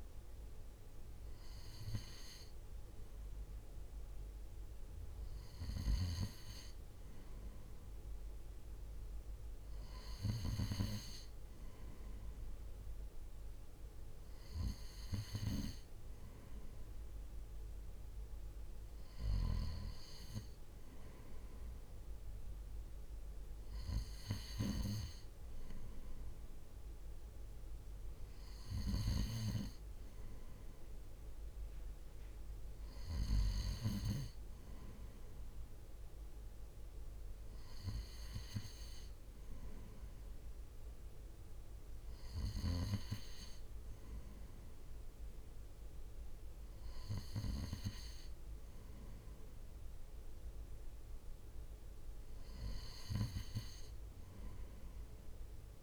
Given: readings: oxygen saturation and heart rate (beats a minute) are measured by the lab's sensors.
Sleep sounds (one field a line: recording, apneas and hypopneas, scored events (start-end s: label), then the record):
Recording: breathing in sleep by a room microphone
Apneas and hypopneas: none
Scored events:
none scored
From the record:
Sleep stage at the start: N3 (deep sleep)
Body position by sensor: on the right side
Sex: male